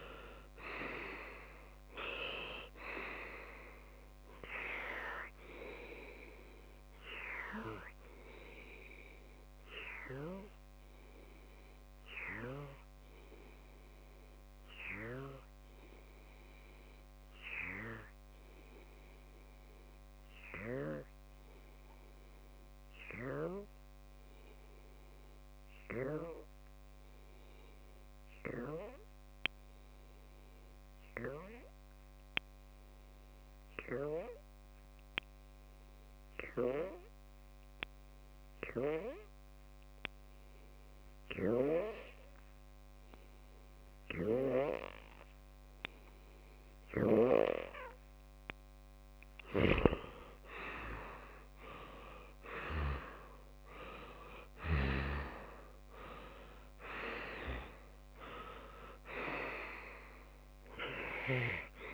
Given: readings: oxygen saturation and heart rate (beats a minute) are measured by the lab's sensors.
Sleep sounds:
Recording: breathing in sleep by a microphone on the trachea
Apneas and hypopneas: 1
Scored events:
0.00-11.50 s: oxygen desaturation (device-marked, oxygen 94% lowest)
8.00-47.50 s: obstructive apnea (oxygen 99% before, 94% lowest)
47.50-61.94 s: oxygen desaturation (device-marked, oxygen 98% before, 94% lowest)
51.50-55.50 s: arousal
From the record:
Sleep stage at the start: N2 (light sleep)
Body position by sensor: on the left side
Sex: male

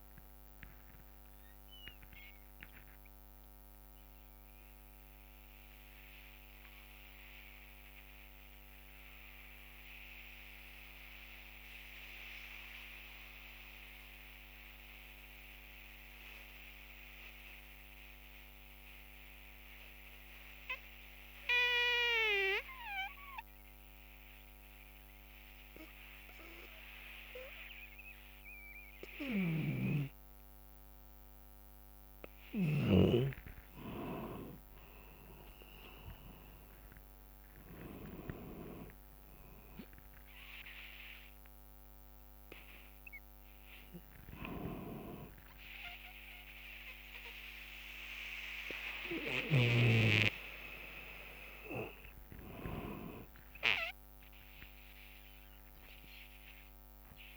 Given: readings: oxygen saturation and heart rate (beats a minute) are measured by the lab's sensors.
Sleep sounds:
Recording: breathing in sleep by a microphone on the trachea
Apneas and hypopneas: 1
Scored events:
0.00-6.50 s: drop in pulse transit time (device-marked, heart rate 63 extreme)
0.00-12.50 s: oxygen desaturation (device-marked, oxygen 87% lowest, heart rate 60 extreme)
0.50-57.37 s: new sleep stage, N1 (lightest sleep)
1.50-31.00 s: central apnea (oxygen 100% before, 87% lowest, heart rate 66 before, 59 extreme, up 23 after)
29.00-33.00 s: snoring (device-marked)
32.00-36.00 s: arousal
37.00-39.00 s: long interval between heartbeats (device-marked, heart rate 66 before, 83 extreme)
41.50-43.50 s: bradycardia (device-marked, heart rate 65 before, 73 extreme)
53.50-57.37 s: drop in pulse transit time (device-marked, heart rate 69 before, 64 extreme)
From the record:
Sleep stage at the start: N2 (light sleep)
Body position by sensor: on the back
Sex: male

